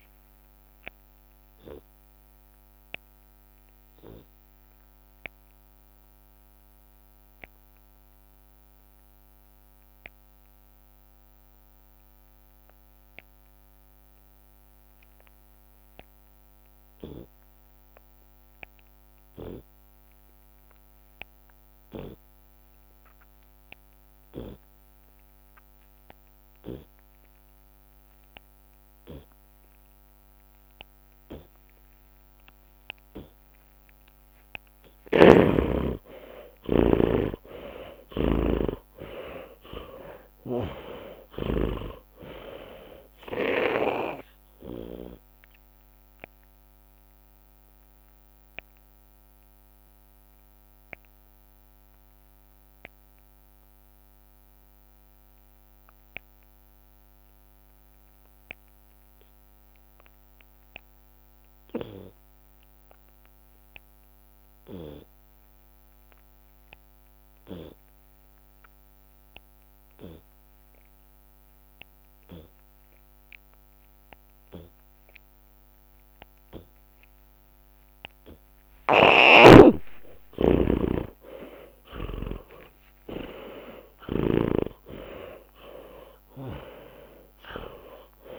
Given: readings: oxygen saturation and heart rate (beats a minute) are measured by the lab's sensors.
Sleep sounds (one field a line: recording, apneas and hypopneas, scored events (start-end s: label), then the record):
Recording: breathing in sleep by a microphone on the trachea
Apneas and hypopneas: 2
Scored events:
0.00-1.50 s: long interval between heartbeats (device-marked, heart rate 94 extreme)
1.50-33.00 s: obstructive apnea (oxygen 97% before, 73% lowest, heart rate 112 before, 54 extreme)
4.50-6.50 s: long interval between heartbeats (device-marked, heart rate 110 before, 67 extreme)
9.50-19.50 s: drop in pulse transit time (device-marked, heart rate 102 before, 55 extreme)
13.50-39.50 s: oxygen desaturation (device-marked, oxygen 95% before, 78% lowest, heart rate 90 before, 54 extreme)
15.00-17.00 s: long interval between heartbeats (device-marked, heart rate 86 before, 75 extreme)
27.50-29.50 s: long interval between heartbeats (device-marked, heart rate 63 before, 63 extreme)
29.50-31.50 s: long interval between heartbeats (device-marked, heart rate 63 before, 70 extreme)
30.50-36.50 s: tachycardia (device-marked, heart rate 80 before, 110 extreme)
32.00-34.00 s: long interval between heartbeats (device-marked, heart rate 64 before, 80 extreme)
34.50-36.50 s: long interval between heartbeats (device-marked, heart rate 70 before, 103 extreme)
34.50-39.50 s: arousal
35.00-38.50 s: snoring (device-marked)
35.50-49.50 s: drop in pulse transit time (device-marked, heart rate 72 before, 66 extreme)
37.00-39.00 s: long interval between heartbeats (device-marked, heart rate 73 before, 117 extreme)
46.00-78.00 s: obstructive apnea (oxygen 96% before, 68% lowest)
49.00-51.00 s: long interval between heartbeats (device-marked, heart rate 88 before, 66 extreme)
59.50-76.50 s: tachycardia (device-marked, heart rate 79 before, 145 extreme)
60.50-62.50 s: long interval between heartbeats (device-marked, heart rate 68 before, 75 extreme)
60.50-86.50 s: oxygen desaturation (device-marked, oxygen 96% before, 73% lowest)
63.00-65.00 s: long interval between heartbeats (device-marked, heart rate 68 before, 104 extreme)
66.00-68.00 s: long interval between heartbeats (device-marked, heart rate 73 before, 126 extreme)
68.50-70.50 s: long interval between heartbeats (device-marked, heart rate 82 before, 132 extreme)
68.50-81.50 s: drop in pulse transit time (device-marked, heart rate 82 before, 98 extreme)
71.00-73.00 s: long interval between heartbeats (device-marked, heart rate 89 before, 126 extreme)
73.00-75.00 s: long interval between heartbeats (device-marked, heart rate 96 before, 129 extreme)
75.00-77.00 s: long interval between heartbeats (device-marked, heart rate 103 before, 123 extreme)
77.00-79.00 s: long interval between heartbeats (device-marked, heart rate 109 before, 119 extreme)
79.00-82.50 s: snoring (device-marked)
79.50-84.50 s: arousal
81.50-83.50 s: long interval between heartbeats (device-marked, heart rate 122 before, 80 extreme)
From the record:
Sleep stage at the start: N2 (light sleep)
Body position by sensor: on the left side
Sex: male